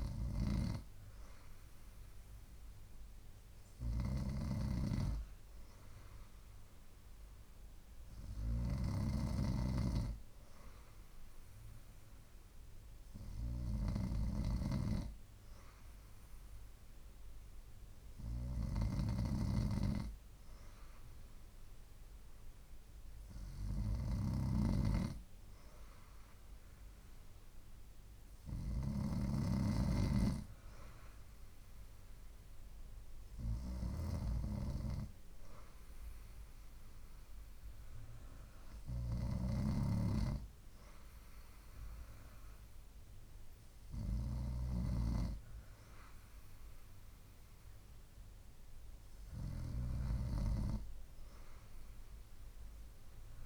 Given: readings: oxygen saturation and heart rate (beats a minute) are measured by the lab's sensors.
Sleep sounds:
breathing in sleep by a room microphone; none
none scored
From the record:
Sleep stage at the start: N2 (light sleep); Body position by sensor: on the right side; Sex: female

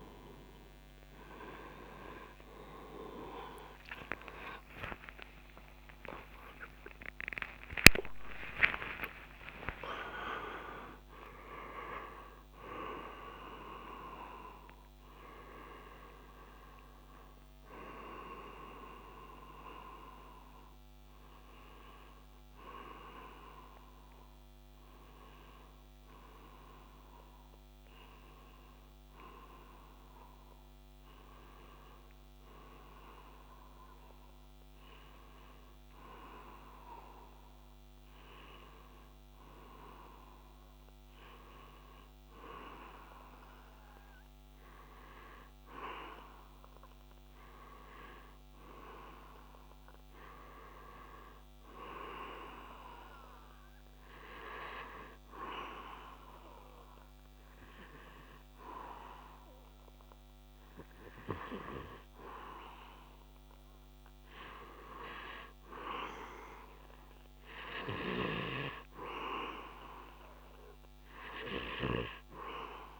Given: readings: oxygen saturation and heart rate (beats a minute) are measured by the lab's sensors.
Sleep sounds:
a person partly awake in a sleep study, by a microphone on the trachea; 1
15.00-45.00 s: new sleep stage, N1 (lightest sleep)
45.00-73.00 s: new sleep stage, N2 (light sleep)
52.00-63.00 s: hypopnea (oxygen 99% before, 94% lowest)
69.50-73.00 s: arousal
From the record:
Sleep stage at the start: awake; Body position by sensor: on the back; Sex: male

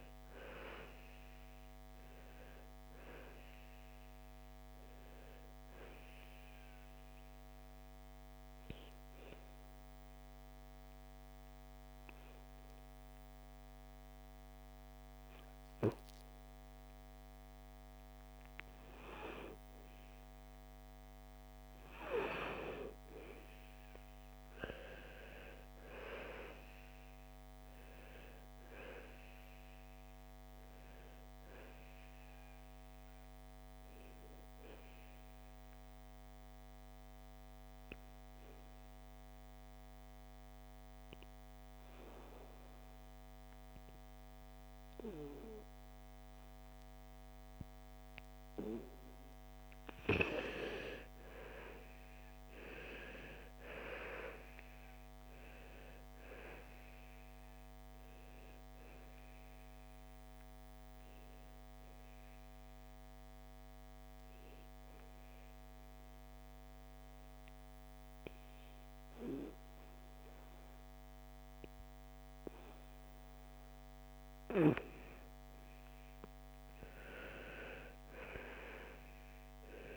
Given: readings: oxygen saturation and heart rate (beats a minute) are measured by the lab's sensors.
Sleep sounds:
breathing in sleep by a microphone on the trachea; 3
0.00-17.00 s: oxygen desaturation (device-marked, oxygen 98% before, 91% lowest, heart rate 56 before, 54 extreme)
6.50-18.50 s: obstructive apnea (oxygen 98% before, 88% lowest, heart rate 58 before, 54 extreme, up 5 after)
23.50-28.50 s: arousal
27.00-43.00 s: oxygen desaturation (device-marked, oxygen 98% before, 92% lowest, heart rate 57 before, 55 extreme)
39.00-50.00 s: obstructive apnea (oxygen 98% before, 88% lowest, heart rate 59 before, 55 extreme, up 12 after)
50.50-55.00 s: arousal
55.00-69.00 s: oxygen desaturation (device-marked, oxygen 98% before, 88% lowest, heart rate 57 before, 55 extreme)
64.50-75.00 s: obstructive apnea (oxygen 98% before, 88% lowest, heart rate 61 before, 55 extreme, up 10 after)
76.00-79.97 s: arousal
From the record:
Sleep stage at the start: N2 (light sleep); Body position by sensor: on the back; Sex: female

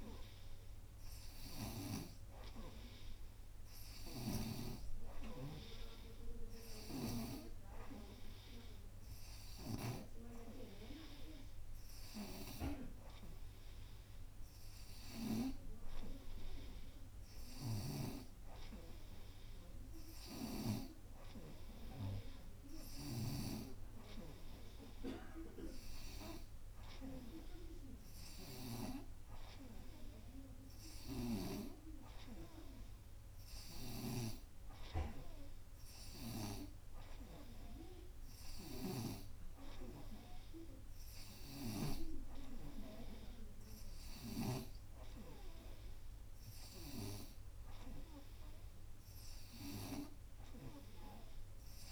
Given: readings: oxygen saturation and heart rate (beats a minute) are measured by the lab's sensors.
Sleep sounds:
breathing in sleep by a room microphone; none
17.50-23.50 s: snoring (device-marked)
From the record:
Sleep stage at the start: N2 (light sleep); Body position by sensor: on the right side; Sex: female

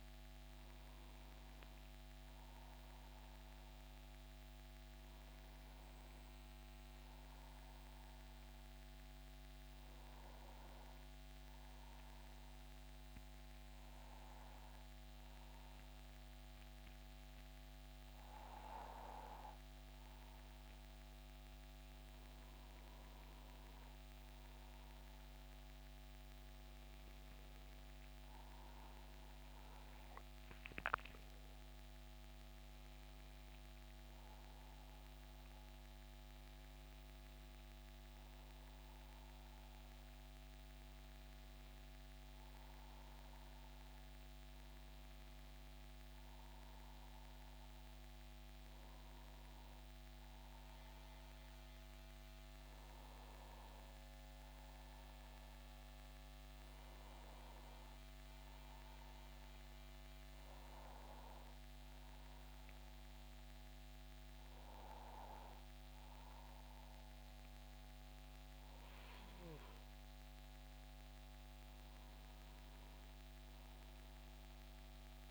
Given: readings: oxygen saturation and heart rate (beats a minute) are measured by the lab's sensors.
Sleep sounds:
breathing in sleep, hard to hear, by a microphone on the trachea; none
68.00-75.31 s: new sleep stage, N2 (light sleep)
From the record:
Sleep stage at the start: N1 (lightest sleep); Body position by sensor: on the back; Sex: male

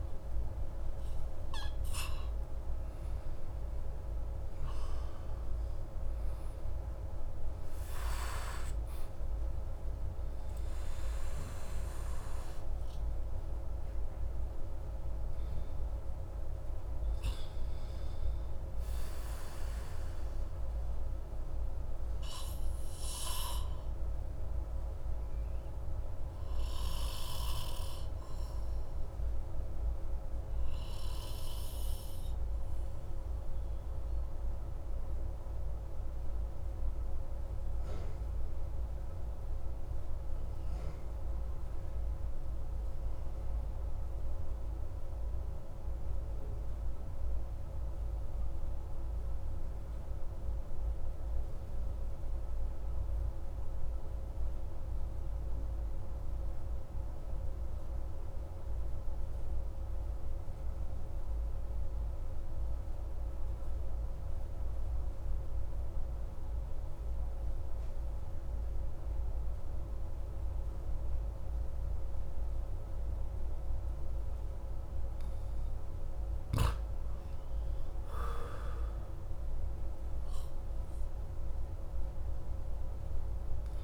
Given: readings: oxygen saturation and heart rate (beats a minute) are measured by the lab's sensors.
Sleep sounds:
breathing in sleep, hard to hear, by a room microphone; 1
0.00-2.50 s: arousal
0.00-10.00 s: oxygen desaturation (device-marked, oxygen 91% lowest)
12.00-35.00 s: oxygen desaturation (device-marked, oxygen 94% before, 89% lowest)
21.00-74.00 s: obstructive apnea (oxygen 95% before, 89% lowest)
68.00-82.00 s: oxygen desaturation (device-marked, oxygen 98% before, 93% lowest)
77.50-81.50 s: arousal
From the record:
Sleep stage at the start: N2 (light sleep); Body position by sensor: on the back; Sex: male

